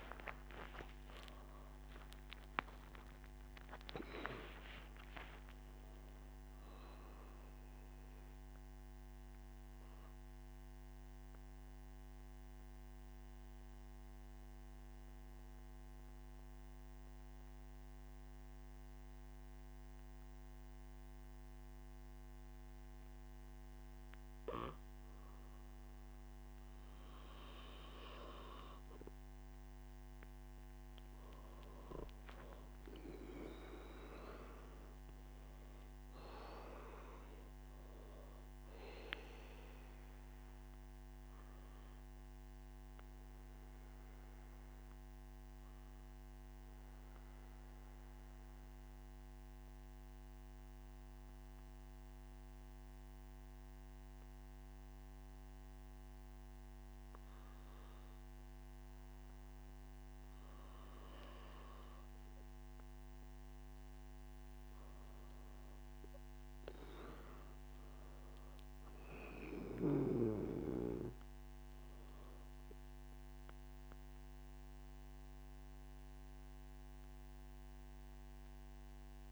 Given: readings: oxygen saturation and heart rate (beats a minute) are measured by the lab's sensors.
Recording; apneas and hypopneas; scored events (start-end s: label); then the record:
breathing in sleep by a microphone on the trachea; none
30.50-58.50 s: oxygen desaturation (device-marked, oxygen 97% before, 94% lowest, heart rate 102 before, 56 extreme)
69.50-79.31 s: oxygen desaturation (device-marked, oxygen 98% before, 94% lowest, heart rate 106 before, 56 extreme)
From the record:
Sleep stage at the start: N2 (light sleep); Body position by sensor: on the back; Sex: male